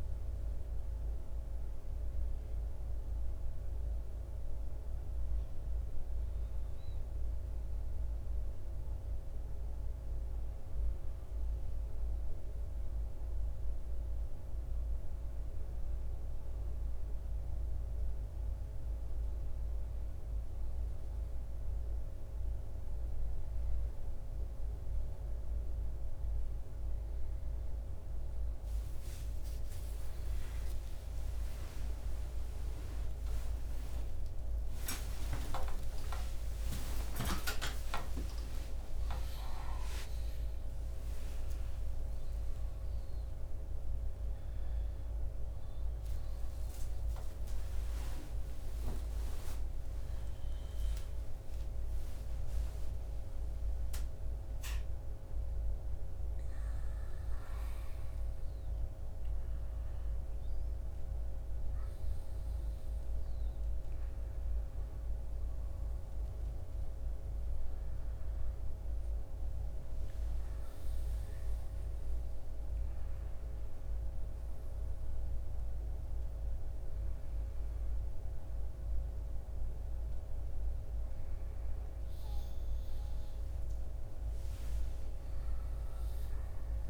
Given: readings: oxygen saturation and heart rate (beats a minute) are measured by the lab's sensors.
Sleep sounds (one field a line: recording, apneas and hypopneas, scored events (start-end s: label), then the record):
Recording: a person awake in a sleep study, hard to hear, by a room microphone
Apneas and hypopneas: none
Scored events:
70.00-83.00 s: oxygen desaturation (device-marked, oxygen 96% before, 93% lowest)
71.00-86.90 s: new sleep stage, N1 (lightest sleep)
From the record:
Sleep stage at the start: awake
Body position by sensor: on the left side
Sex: male